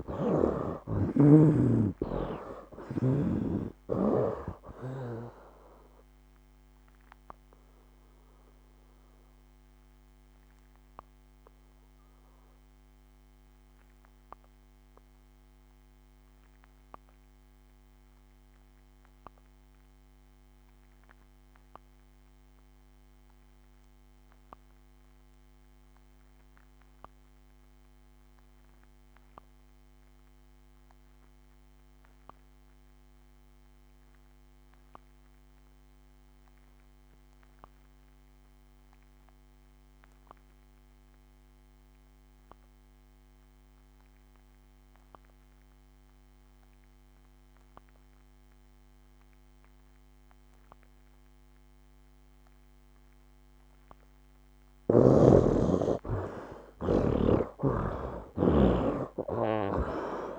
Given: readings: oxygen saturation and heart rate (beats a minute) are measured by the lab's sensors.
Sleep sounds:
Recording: breathing in sleep by a microphone on the trachea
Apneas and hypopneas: 1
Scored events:
0.00-21.50 s: oxygen desaturation (device-marked, oxygen 53% lowest, heart rate 68 extreme)
7.00-53.50 s: obstructive apnea (oxygen 93% before, 46% lowest, heart rate 81 before, 68 extreme, up 21 after)
31.50-60.39 s: oxygen desaturation (device-marked, oxygen 93% before, 46% lowest, heart rate 71 before, 70 extreme)
57.00-60.39 s: arousal
57.00-60.39 s: snoring (device-marked)
From the record:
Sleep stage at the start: REM sleep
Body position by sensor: on the right side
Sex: male

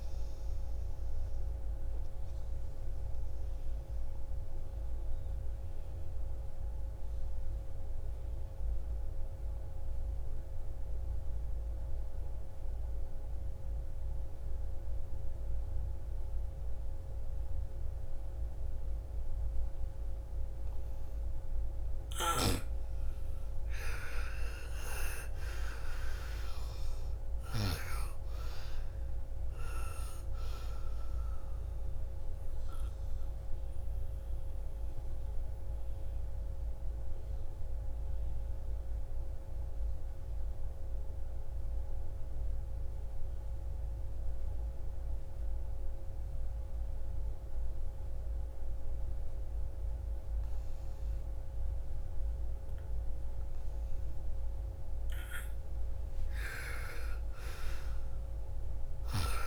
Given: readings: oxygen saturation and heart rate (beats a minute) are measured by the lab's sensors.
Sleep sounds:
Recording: breathing in sleep by a room microphone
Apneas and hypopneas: 2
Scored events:
0.00-10.50 s: oxygen desaturation (device-marked, oxygen 87% lowest, heart rate 36 extreme)
4.50-21.00 s: obstructive apnea (oxygen 97% before, 85% lowest, heart rate 58 before, 36 extreme, up 30 after)
22.00-27.50 s: snoring (device-marked)
23.00-27.50 s: arousal
25.50-47.50 s: oxygen desaturation (device-marked, oxygen 98% before, 87% lowest, heart rate 50 before, 54 extreme)
33.50-54.50 s: obstructive apnea (oxygen 98% before, 85% lowest, heart rate 58 before, 54 extreme, up 13 after)
55.50-59.47 s: oxygen desaturation (device-marked, oxygen 98% before, 85% lowest, heart rate 56 before, 47 extreme)
56.00-59.47 s: arousal
From the record:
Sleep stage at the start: N2 (light sleep)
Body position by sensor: on the right side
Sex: female

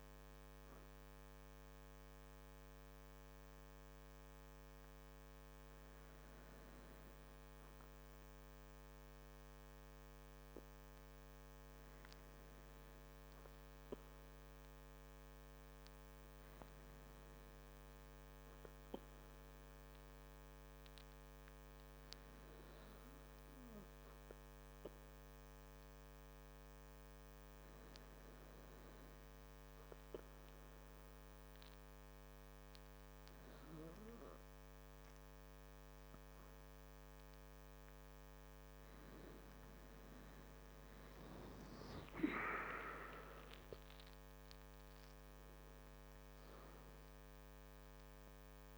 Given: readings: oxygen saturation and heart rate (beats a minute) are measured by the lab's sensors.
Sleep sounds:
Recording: breathing in sleep by a microphone on the trachea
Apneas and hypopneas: none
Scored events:
none scored
From the record:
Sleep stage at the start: N2 (light sleep)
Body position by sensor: on the back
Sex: male

